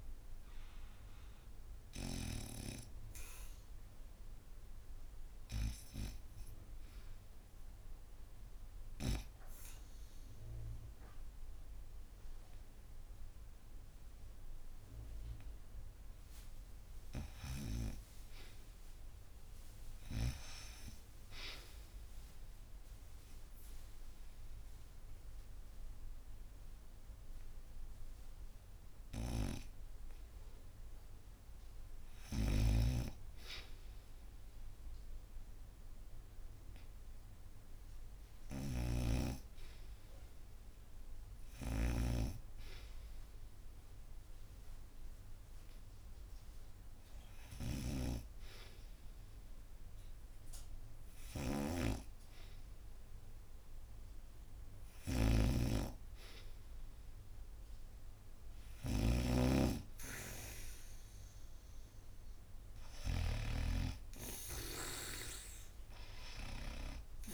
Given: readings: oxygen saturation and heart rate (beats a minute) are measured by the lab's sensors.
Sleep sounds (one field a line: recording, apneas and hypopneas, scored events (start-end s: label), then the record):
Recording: breathing in sleep by a room microphone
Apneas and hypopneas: 2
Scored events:
0.00-5.50 s: oxygen desaturation (device-marked, oxygen 93% lowest, heart rate 70 extreme)
6.50-10.00 s: arousal
7.50-28.50 s: oxygen desaturation (device-marked, oxygen 95% before, 85% lowest, heart rate 73 before, 70 extreme)
21.00-32.00 s: obstructive apnea (oxygen 95% before, 79% lowest, heart rate 71 before, 72 extreme, up 5 after)
30.50-36.50 s: oxygen desaturation (device-marked, oxygen 89% before, 86% lowest, heart rate 72 before, 72 extreme)
32.00-41.50 s: snoring (device-marked)
35.50-38.50 s: arousal
38.50-53.50 s: oxygen desaturation (device-marked, oxygen 89% before, 79% lowest, heart rate 73 before, 75 extreme)
44.50-56.00 s: hypopnea (oxygen 89% before, 79% lowest, heart rate 73 before, 77 extreme, up 5 after)
54.50-63.00 s: snoring (device-marked)
55.50-65.50 s: oxygen desaturation (device-marked, oxygen 86% before, 81% lowest, heart rate 75 before, 79 extreme)
64.50-67.34 s: arousal
From the record:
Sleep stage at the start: REM sleep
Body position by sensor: on the back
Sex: female